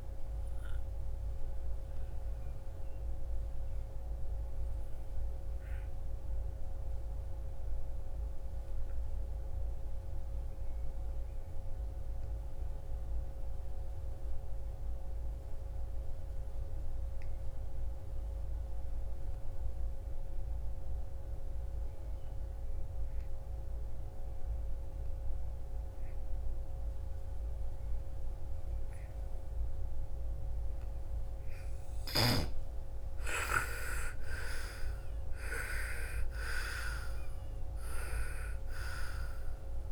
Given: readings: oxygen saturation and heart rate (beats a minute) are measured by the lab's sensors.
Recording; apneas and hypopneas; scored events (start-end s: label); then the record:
breathing in sleep by a room microphone; 1
0.00-12.00 s: oxygen desaturation (device-marked, oxygen 81% lowest, heart rate 35 extreme)
1.50-31.50 s: obstructive apnea (oxygen 99% before, 80% lowest, heart rate 63 before, 35 extreme, up 40 after)
26.00-39.92 s: oxygen desaturation (device-marked, oxygen 99% before, 80% lowest, heart rate 47 before, 38 extreme)
32.50-37.50 s: arousal
From the record:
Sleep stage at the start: N2 (light sleep); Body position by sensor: on the right side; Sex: female